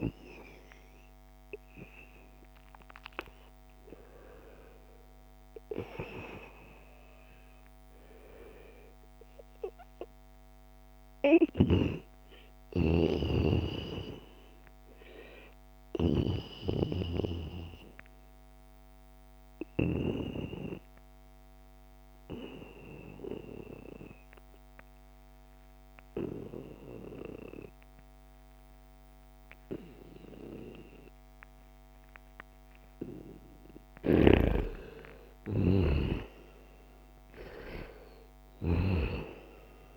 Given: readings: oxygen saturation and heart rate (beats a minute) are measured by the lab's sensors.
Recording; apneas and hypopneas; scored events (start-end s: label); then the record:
breathing in sleep by a microphone on the trachea; 1
17.50-33.50 s: obstructive apnea (oxygen 97% before, 89% lowest, heart rate 85 before, 73 extreme, up 4 after)
18.50-39.97 s: new sleep stage, N2 (light sleep)
33.50-38.50 s: snoring (device-marked)
35.00-39.97 s: arousal
35.50-39.97 s: oxygen desaturation (device-marked, oxygen 95% before, 91% lowest, heart rate 78 before, 69 extreme)
From the record:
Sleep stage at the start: N1 (lightest sleep); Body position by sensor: on the right side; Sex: male